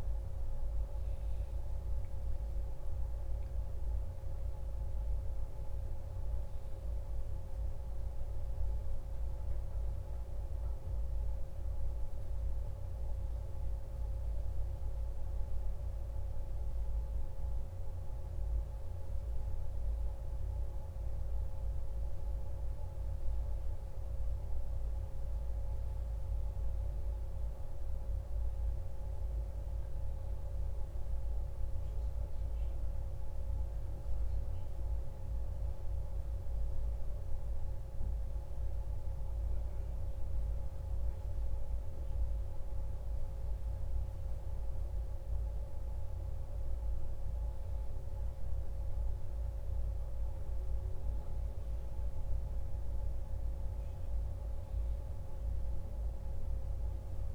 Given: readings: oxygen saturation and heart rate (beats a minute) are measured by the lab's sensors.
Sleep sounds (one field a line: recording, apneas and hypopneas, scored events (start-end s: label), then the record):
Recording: breathing in sleep, hard to hear, by a room microphone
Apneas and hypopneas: none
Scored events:
0.50-4.50 s: arousal
From the record:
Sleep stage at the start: N1 (lightest sleep)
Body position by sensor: on the back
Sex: male